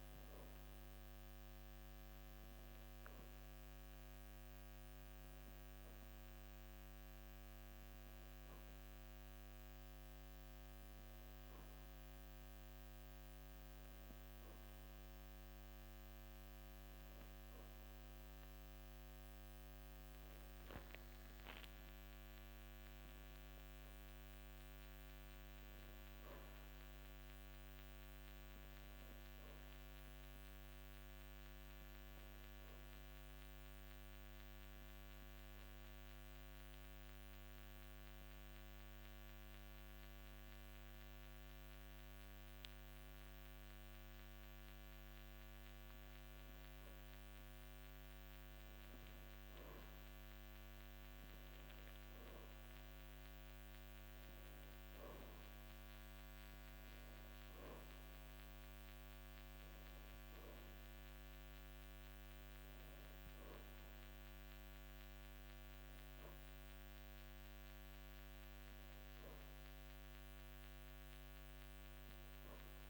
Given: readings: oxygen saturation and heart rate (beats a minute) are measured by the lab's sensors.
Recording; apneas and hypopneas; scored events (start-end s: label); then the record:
a person partly awake in a sleep study, hard to hear, by a microphone on the trachea; 1
0.00-8.00 s: oxygen desaturation (device-marked, oxygen 93% lowest)
25.50-30.50 s: arousal
35.50-46.00 s: obstructive apnea (oxygen 97% before, 92% lowest)
49.00-72.89 s: new sleep stage, awake
55.00-72.89 s: oxygen desaturation (device-marked, oxygen 96% before, 92% lowest)
From the record:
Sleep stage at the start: N2 (light sleep); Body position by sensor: on the back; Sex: male